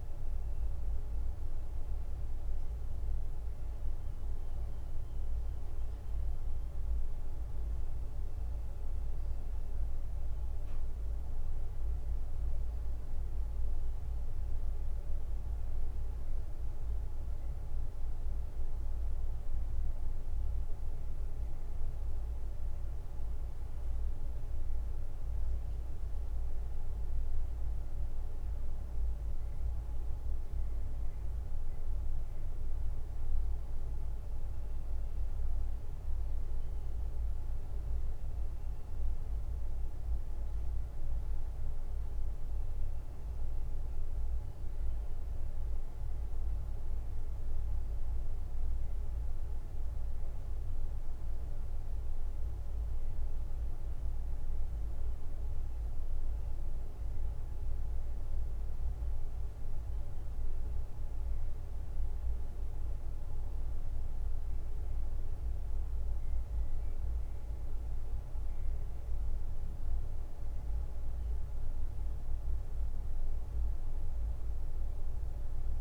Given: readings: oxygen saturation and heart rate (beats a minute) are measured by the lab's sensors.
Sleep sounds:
breathing in sleep, hard to hear, by a room microphone; none
none scored
From the record:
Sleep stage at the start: N2 (light sleep); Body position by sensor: on the right side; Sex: male

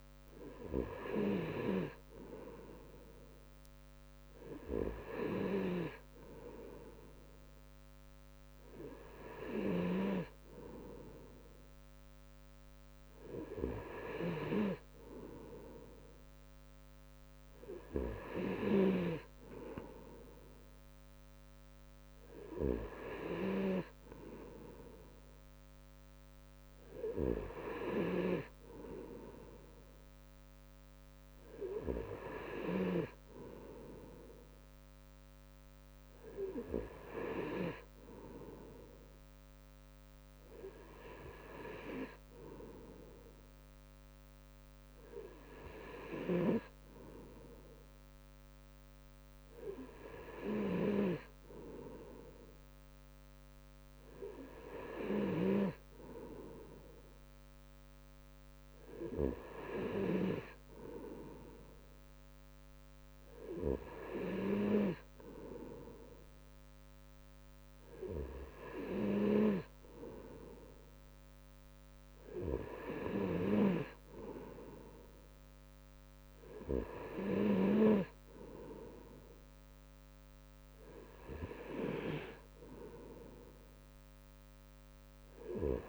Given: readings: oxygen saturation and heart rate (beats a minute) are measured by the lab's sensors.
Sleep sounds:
breathing in sleep by a microphone on the trachea; none
none scored
From the record:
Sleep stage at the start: N2 (light sleep); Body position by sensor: on the right side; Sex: male

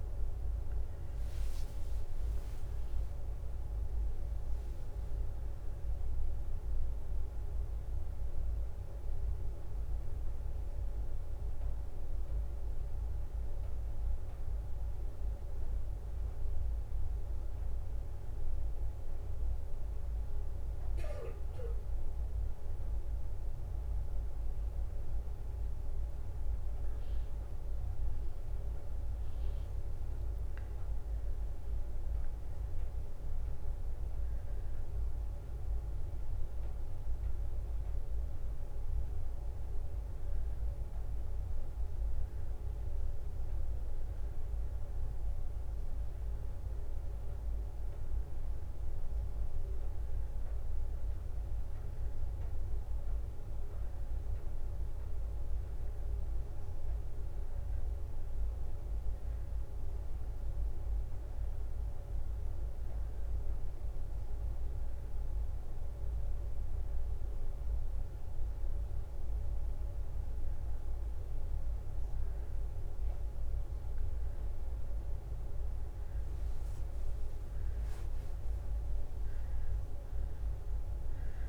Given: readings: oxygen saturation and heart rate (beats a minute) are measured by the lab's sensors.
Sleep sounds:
a person awake in a sleep study, hard to hear, by a room microphone; none
1.00-3.50 s: leg movement (device-marked)
4.00-12.00 s: drop in pulse transit time (device-marked, heart rate 69 before, 67 extreme)
4.50-11.50 s: leg movement (device-marked)
21.00-53.00 s: oxygen desaturation (device-marked, oxygen 97% before, 92% lowest, heart rate 67 before, 63 extreme)
24.00-34.00 s: drop in pulse transit time (device-marked, heart rate 67 before, 66 extreme)
29.00-31.00 s: leg movement (device-marked)
71.00-81.49 s: new sleep stage, N1 (lightest sleep)
76.00-81.49 s: leg movement (device-marked)
From the record:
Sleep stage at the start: awake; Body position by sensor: on the back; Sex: female

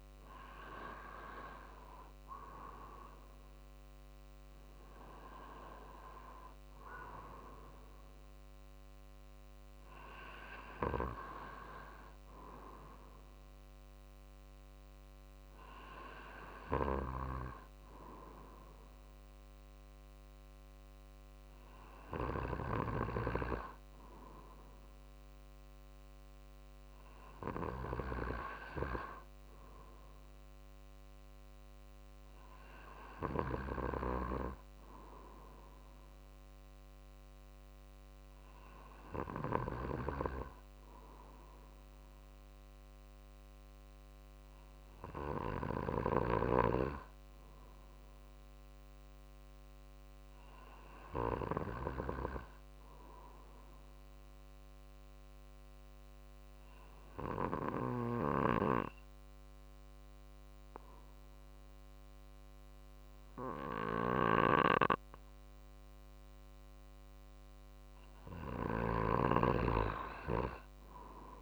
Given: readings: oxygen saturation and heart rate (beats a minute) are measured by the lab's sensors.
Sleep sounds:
breathing in sleep by a microphone on the trachea; 1
0.00-16.00 s: drop in pulse transit time (device-marked, heart rate 50 extreme)
38.50-67.00 s: obstructive apnea (oxygen 95% before, 93% lowest, heart rate 50 before, 49 extreme, up 3 after)
63.50-68.50 s: snoring (device-marked)
From the record:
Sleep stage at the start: N2 (light sleep); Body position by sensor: on the right side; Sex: male

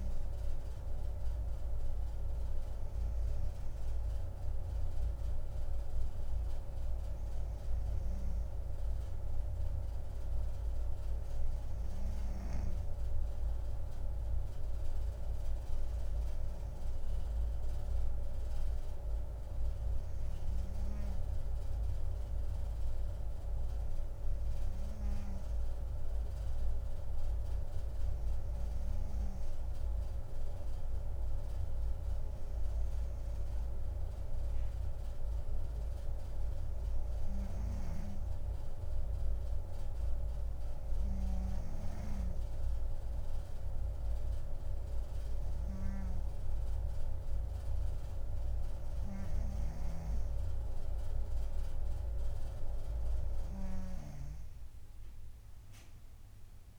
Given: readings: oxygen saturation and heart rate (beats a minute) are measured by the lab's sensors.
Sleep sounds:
breathing in sleep, hard to hear, by a room microphone; none
none scored
From the record:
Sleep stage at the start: N2 (light sleep); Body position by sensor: on the right side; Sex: female

